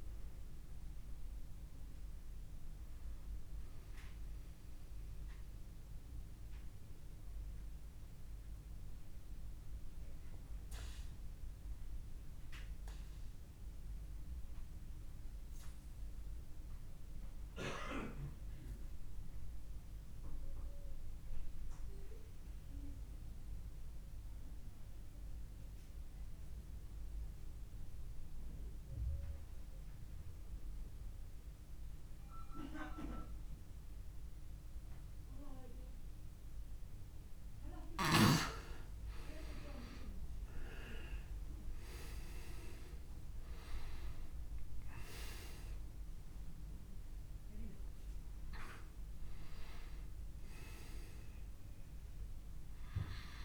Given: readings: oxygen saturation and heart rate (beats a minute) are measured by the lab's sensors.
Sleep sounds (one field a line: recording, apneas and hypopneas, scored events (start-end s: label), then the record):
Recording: breathing in sleep by a room microphone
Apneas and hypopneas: 1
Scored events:
0.00-18.50 s: oxygen desaturation (device-marked, oxygen 92% lowest)
4.00-36.00 s: obstructive apnea (oxygen 99% before, 90% lowest)
34.50-53.45 s: oxygen desaturation (device-marked, oxygen 99% before, 90% lowest)
39.00-44.00 s: arousal
From the record:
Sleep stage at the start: N2 (light sleep)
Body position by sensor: on the back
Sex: male